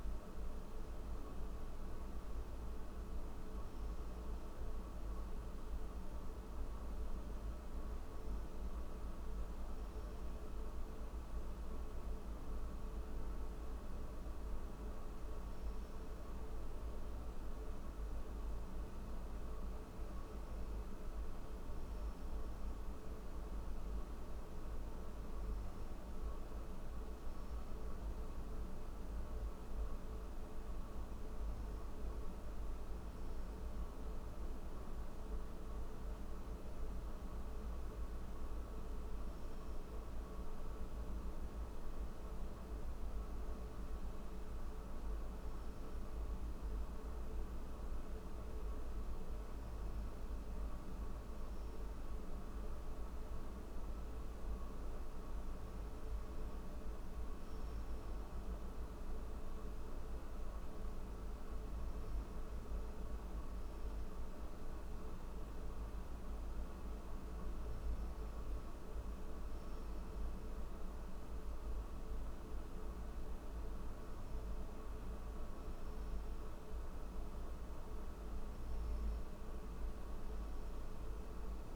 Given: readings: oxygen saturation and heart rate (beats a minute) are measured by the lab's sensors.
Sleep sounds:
breathing in sleep, hard to hear, by a room microphone; none
none scored
From the record:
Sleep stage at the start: N1 (lightest sleep); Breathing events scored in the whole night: 29 in 6.0 hours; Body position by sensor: on the back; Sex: male

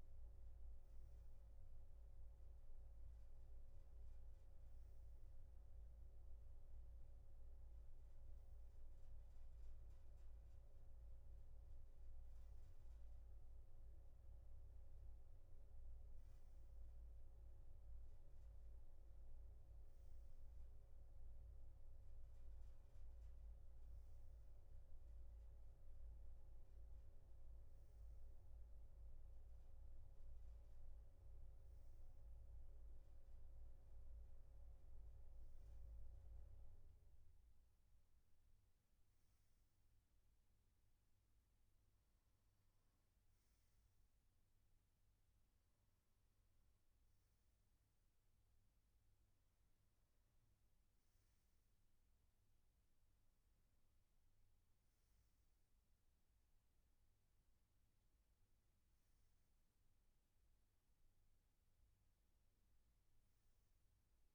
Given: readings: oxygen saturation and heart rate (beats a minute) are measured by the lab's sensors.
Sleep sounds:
breathing in sleep, hard to hear, by a room microphone; none
none scored
From the record:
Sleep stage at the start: N2 (light sleep); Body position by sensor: on the back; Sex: male

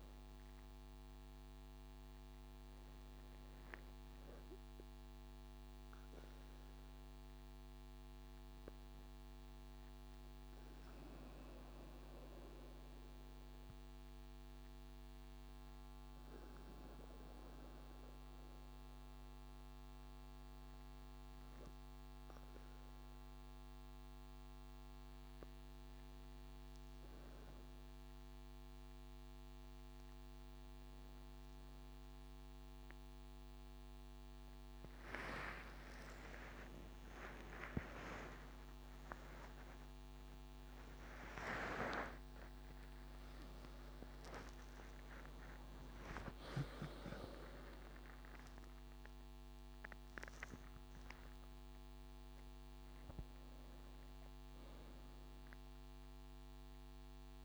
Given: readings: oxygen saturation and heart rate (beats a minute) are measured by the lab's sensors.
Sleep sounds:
a person partly awake in a sleep study, by a microphone on the trachea; none
32.50-57.45 s: new sleep stage, awake
From the record:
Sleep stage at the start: N2 (light sleep); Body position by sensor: on the right side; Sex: male

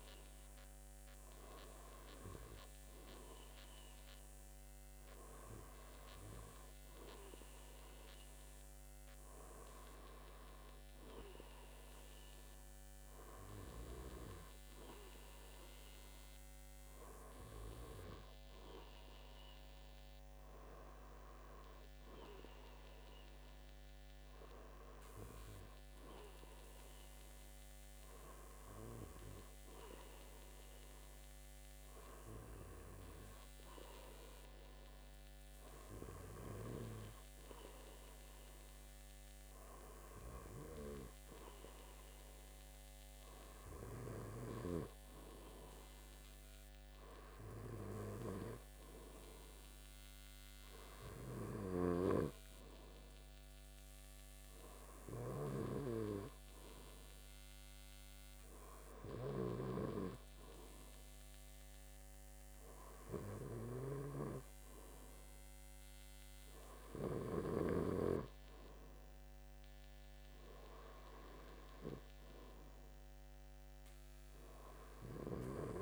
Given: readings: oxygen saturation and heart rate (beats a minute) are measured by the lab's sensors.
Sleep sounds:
breathing in sleep by a microphone on the trachea; none
55.00-68.00 s: snoring (device-marked)
From the record:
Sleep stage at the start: N2 (light sleep); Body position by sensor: on the back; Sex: male

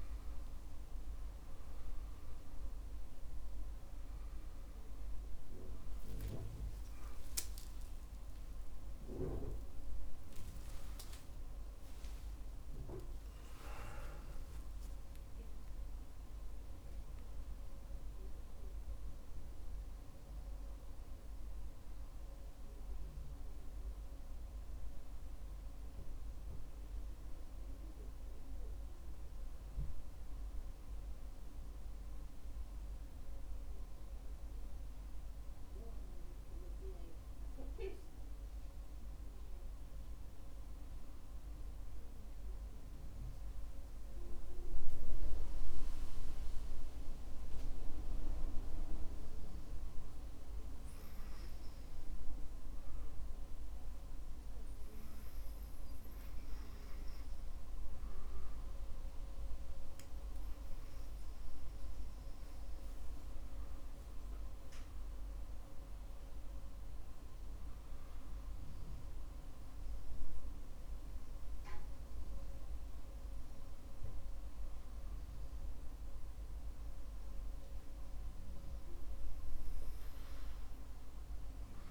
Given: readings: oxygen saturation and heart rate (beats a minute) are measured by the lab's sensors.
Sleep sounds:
breathing in sleep by a room microphone; 1
5.50-15.50 s: tachycardia (device-marked, heart rate 60 before, 179 extreme)
7.00-13.50 s: arousal
37.50-57.50 s: hypopnea (oxygen 98% before, 94% lowest, heart rate 65 before, 51 extreme, up 2 after)
61.50-66.50 s: arousal
From the record:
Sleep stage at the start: N2 (light sleep); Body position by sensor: on the back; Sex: male

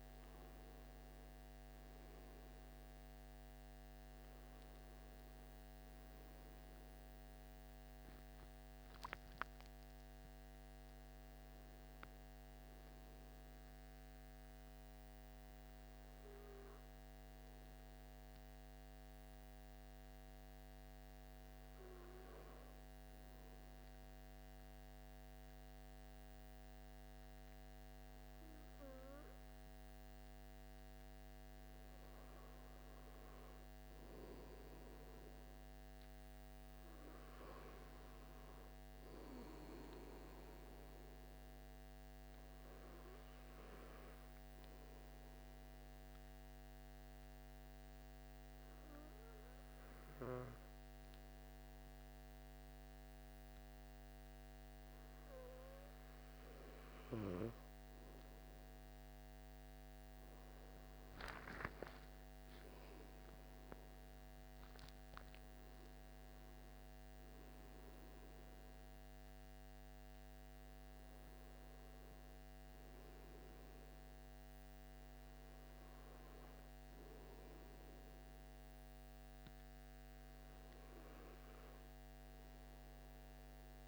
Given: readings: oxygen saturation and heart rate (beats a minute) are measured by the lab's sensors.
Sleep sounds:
breathing in sleep, hard to hear, by a microphone on the trachea; 2
0.00-5.50 s: oxygen desaturation (device-marked, oxygen 93% lowest)
17.50-31.00 s: hypopnea (oxygen 97% before, 93% lowest, heart rate 51 before, 47 extreme, up 26 after)
32.50-36.00 s: arousal
34.50-53.50 s: oxygen desaturation (device-marked, oxygen 97% before, 93% lowest, heart rate 49 before, 26 extreme)
46.50-58.00 s: hypopnea (oxygen 97% before, 93% lowest, heart rate 65 before, 26 extreme, up 3 after)
59.50-64.50 s: arousal
From the record:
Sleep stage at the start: N2 (light sleep); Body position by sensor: on the back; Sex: male

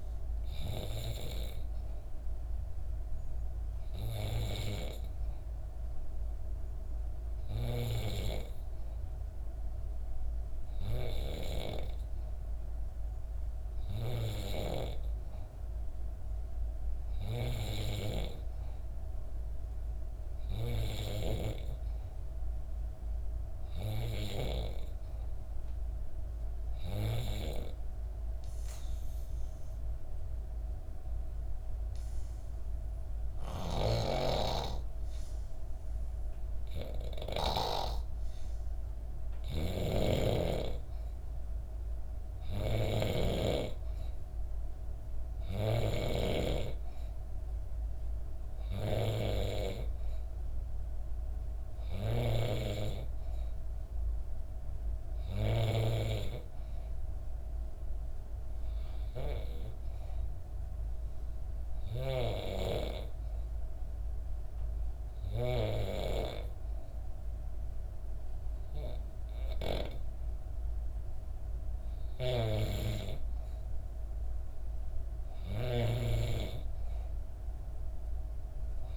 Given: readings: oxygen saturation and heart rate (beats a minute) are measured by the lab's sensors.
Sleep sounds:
breathing in sleep by a room microphone; 2
26.50-38.00 s: obstructive apnea (oxygen 94% before, 90% lowest, heart rate 66 before, 65 extreme, up 1 after)
33.00-52.00 s: snoring (device-marked)
40.00-43.00 s: arousal
44.50-58.50 s: oxygen desaturation (device-marked, oxygen 93% before, 90% lowest, heart rate 66 before, 65 extreme)
61.50-73.50 s: hypopnea (oxygen 93% before, 92% lowest, heart rate 66 before, 65 extreme, up 1 after)
75.50-78.97 s: arousal
From the record:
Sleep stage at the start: N3 (deep sleep); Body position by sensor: on the back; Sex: female

